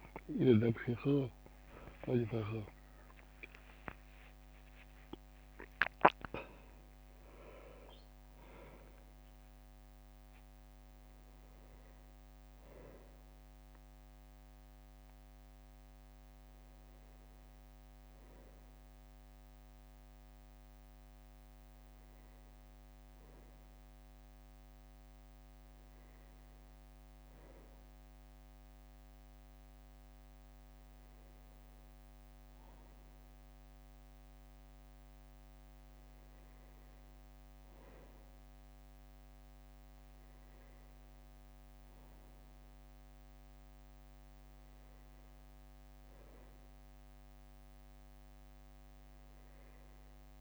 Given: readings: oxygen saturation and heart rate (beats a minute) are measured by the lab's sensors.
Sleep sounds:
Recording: a person partly awake in a sleep study, by a microphone on the trachea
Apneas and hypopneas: none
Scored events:
4.50-6.00 s: leg movement (device-marked)
16.50-50.41 s: new sleep stage, N1 (lightest sleep)
From the record:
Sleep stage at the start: awake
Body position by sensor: on the back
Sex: male

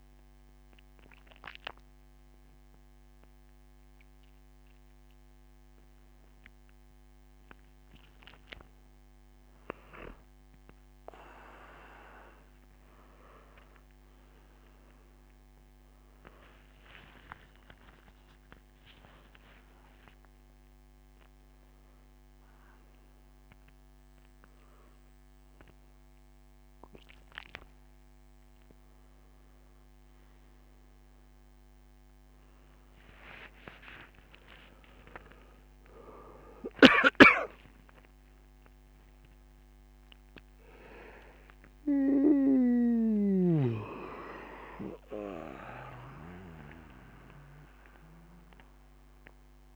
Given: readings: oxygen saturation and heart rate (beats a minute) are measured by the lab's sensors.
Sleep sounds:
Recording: a person awake in a sleep study, by a microphone on the trachea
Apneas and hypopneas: none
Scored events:
17.50-33.50 s: oxygen desaturation (device-marked, oxygen 99% before, 95% lowest, heart rate 92 before, 80 extreme)
From the record:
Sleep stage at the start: awake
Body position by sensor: on the back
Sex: male

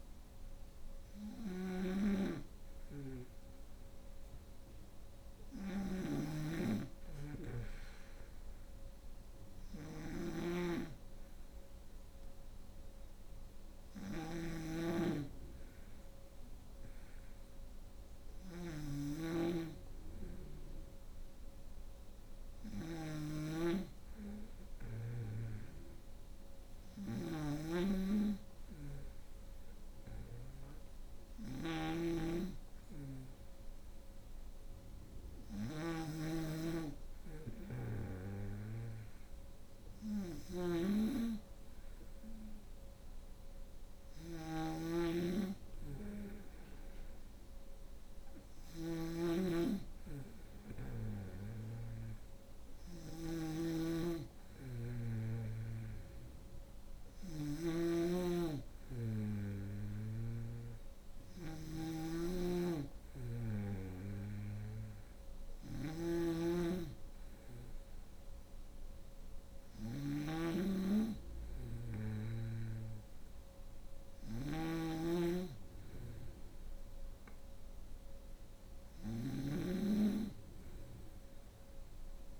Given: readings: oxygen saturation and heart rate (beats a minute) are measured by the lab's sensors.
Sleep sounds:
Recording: breathing in sleep by a room microphone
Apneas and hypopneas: none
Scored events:
0.00-22.00 s: snoring (device-marked)
26.50-51.00 s: snoring (device-marked)
53.00-59.50 s: snoring (device-marked)
61.50-82.40 s: snoring (device-marked)
From the record:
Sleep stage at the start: N2 (light sleep)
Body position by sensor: on the right side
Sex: female

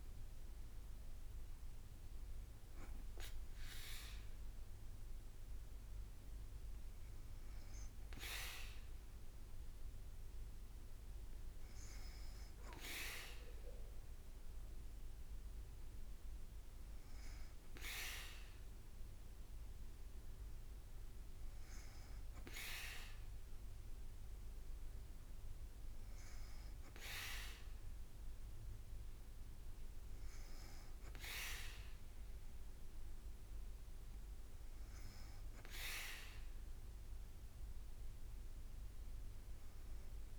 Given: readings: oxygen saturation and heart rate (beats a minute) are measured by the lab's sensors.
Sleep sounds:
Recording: breathing in sleep by a room microphone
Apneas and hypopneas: none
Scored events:
0.00-9.50 s: drop in pulse transit time (device-marked, heart rate 53 extreme)
From the record:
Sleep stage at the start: N2 (light sleep)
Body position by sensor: on the back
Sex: female

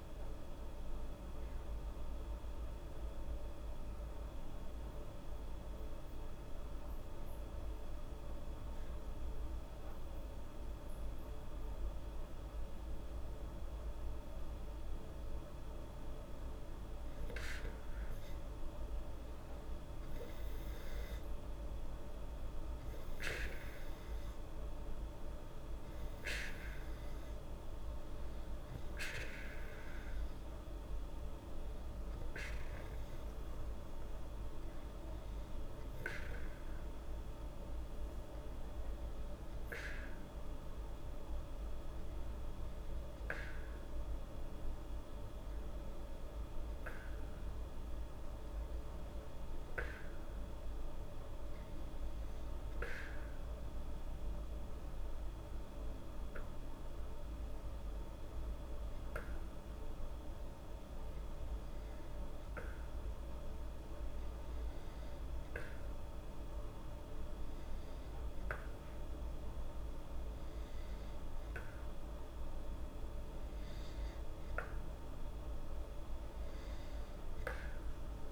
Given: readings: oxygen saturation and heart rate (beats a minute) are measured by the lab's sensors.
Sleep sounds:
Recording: breathing in sleep, hard to hear, by a room microphone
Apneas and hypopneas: 2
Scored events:
2.50-16.00 s: hypopnea (oxygen 97% before, 91% lowest, heart rate 78 before, 77 extreme, up 8 after)
18.00-22.00 s: arousal
44.00-69.00 s: hypopnea (oxygen 97% before, 92% lowest, heart rate 87 before, 81 extreme, up 4 after)
71.00-74.50 s: arousal
From the record:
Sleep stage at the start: N2 (light sleep)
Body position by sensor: on the back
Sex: female

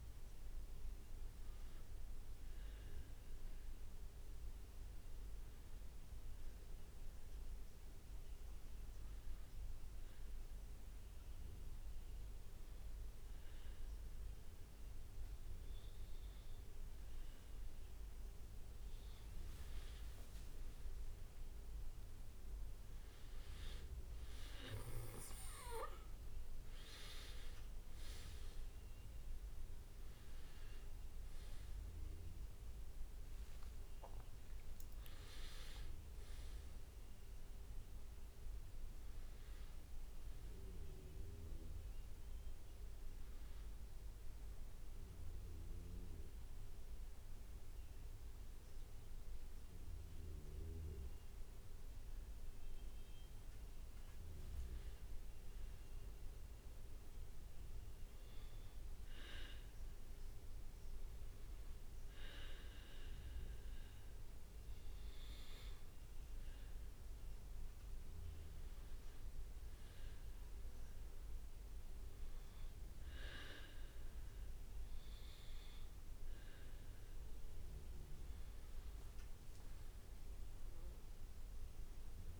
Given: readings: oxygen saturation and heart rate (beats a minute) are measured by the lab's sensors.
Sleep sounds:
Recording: breathing in sleep by a room microphone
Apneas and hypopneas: 2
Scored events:
0.00-8.00 s: oxygen desaturation (device-marked, oxygen 93% lowest, heart rate 65 extreme)
6.50-18.00 s: hypopnea (oxygen 99% before, 94% lowest, heart rate 68 before, 66 extreme, up 5 after)
19.00-22.00 s: leg movement (device-marked)
26.00-46.00 s: oxygen desaturation (device-marked, oxygen 98% before, 94% lowest, heart rate 68 before, 65 extreme)
27.50-33.00 s: arousal
48.50-64.00 s: hypopnea (oxygen 99% before, 93% lowest, heart rate 69 before, 65 extreme, up 2 after)
53.00-55.50 s: leg movement (device-marked)
61.00-69.00 s: oxygen desaturation (device-marked, oxygen 98% before, 95% lowest, heart rate 67 before, 67 extreme)
69.00-74.00 s: arousal
77.50-80.50 s: leg movement (device-marked)
From the record:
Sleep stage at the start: N2 (light sleep)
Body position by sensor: on the back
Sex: male

